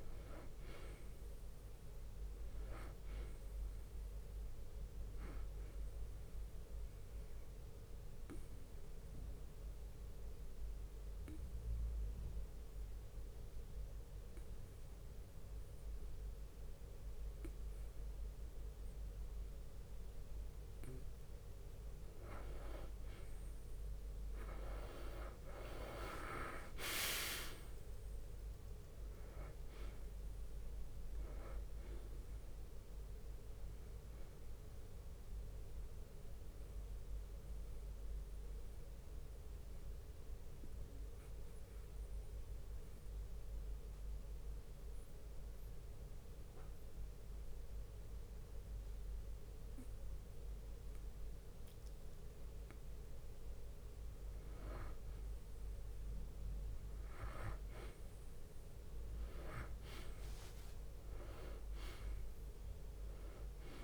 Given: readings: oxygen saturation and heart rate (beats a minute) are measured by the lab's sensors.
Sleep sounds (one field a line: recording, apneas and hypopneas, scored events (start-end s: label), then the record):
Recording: breathing in sleep by a room microphone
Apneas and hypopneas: 2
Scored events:
0.00-14.50 s: oxygen desaturation (device-marked, oxygen 92% lowest, heart rate 61 extreme)
1.00-3.00 s: long interval between heartbeats (device-marked, heart rate 62 before, 79 extreme)
4.50-6.50 s: long interval between heartbeats (device-marked, heart rate 66 before, 89 extreme)
5.50-6.50 s: drop in pulse transit time (device-marked, heart rate 68 before, 89 extreme)
5.50-25.50 s: tachycardia (device-marked, heart rate 66 before, 169 extreme)
7.50-21.00 s: obstructive apnea (oxygen 96% before, 92% lowest, heart rate 71 before, 52 extreme, up 49 after)
8.50-10.50 s: long interval between heartbeats (device-marked, heart rate 74 before, 101 extreme)
11.50-13.50 s: drop in pulse transit time (device-marked, heart rate 82 before, 148 extreme)
11.50-13.50 s: long interval between heartbeats (device-marked, heart rate 82 before, 148 extreme)
15.50-17.50 s: long interval between heartbeats (device-marked, heart rate 101 before, 135 extreme)
19.50-21.50 s: long interval between heartbeats (device-marked, heart rate 112 before, 128 extreme)
22.00-24.00 s: long interval between heartbeats (device-marked, heart rate 117 before, 155 extreme)
24.50-29.00 s: arousal
26.00-28.00 s: long interval between heartbeats (device-marked, heart rate 132 before, 136 extreme)
28.50-30.50 s: long interval between heartbeats (device-marked, heart rate 139 before, 77 extreme)
28.50-41.50 s: oxygen desaturation (device-marked, oxygen 96% before, 92% lowest, heart rate 139 before, 49 extreme)
28.50-42.50 s: drop in pulse transit time (device-marked, heart rate 139 before, 59 extreme)
35.50-53.00 s: mixed apnea (oxygen 96% before, 89% lowest, heart rate 116 before, 49 extreme, up 26 after)
38.50-56.50 s: bradycardia (device-marked, heart rate 70 before, 49 extreme)
59.00-63.00 s: arousal
60.00-62.00 s: long interval between heartbeats (device-marked, heart rate 55 before, 67 extreme)
From the record:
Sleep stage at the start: N2 (light sleep)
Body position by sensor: on the back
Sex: male